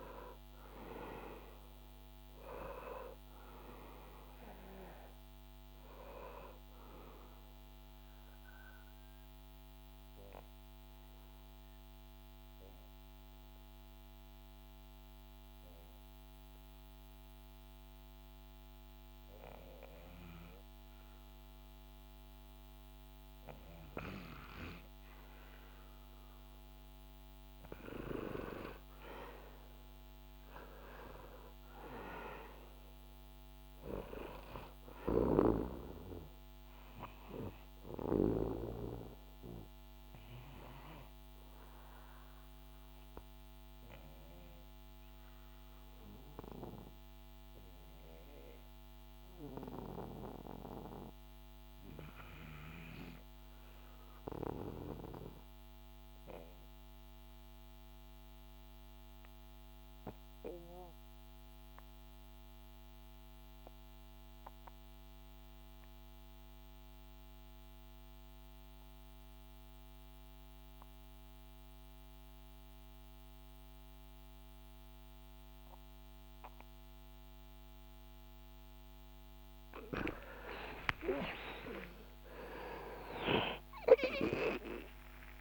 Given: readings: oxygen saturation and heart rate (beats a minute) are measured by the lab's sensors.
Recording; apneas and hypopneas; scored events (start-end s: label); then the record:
breathing in sleep by a microphone on the trachea; 2
0.00-19.00 s: oxygen desaturation (device-marked, oxygen 93% lowest, heart rate 69 extreme)
6.00-22.00 s: obstructive apnea (oxygen 99% before, 93% lowest, heart rate 79 before, 69 extreme, up 7 after)
26.00-31.50 s: arousal
40.00-77.00 s: obstructive apnea (oxygen 99% before, 86% lowest, heart rate 75 before, 61 extreme, up 19 after)
67.00-85.41 s: oxygen desaturation (device-marked, oxygen 98% before, 86% lowest, heart rate 72 before, 61 extreme)
79.50-85.41 s: arousal
81.00-85.41 s: new sleep stage, N1 (lightest sleep)
From the record:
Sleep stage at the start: N2 (light sleep); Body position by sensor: on the back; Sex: male